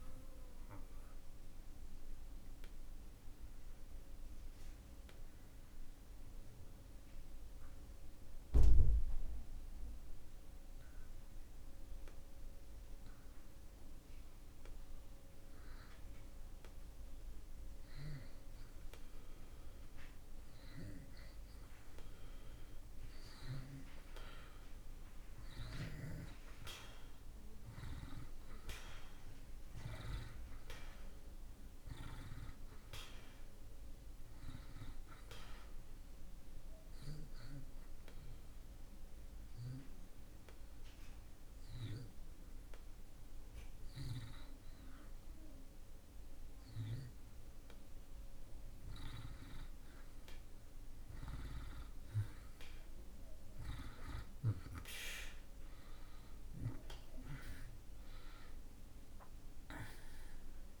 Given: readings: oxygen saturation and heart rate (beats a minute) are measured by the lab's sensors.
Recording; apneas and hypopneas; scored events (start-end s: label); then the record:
breathing in sleep by a room microphone; 2
0.00-15.00 s: oxygen desaturation (device-marked, oxygen 79% lowest)
0.50-16.00 s: obstructive apnea (oxygen 97% before, 79% lowest)
18.50-23.50 s: arousal
28.00-57.00 s: oxygen desaturation (device-marked, oxygen 95% before, 83% lowest)
35.50-49.00 s: obstructive apnea (oxygen 95% before, 83% lowest)
53.50-58.00 s: arousal
From the record:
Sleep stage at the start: REM sleep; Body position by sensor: on the back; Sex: male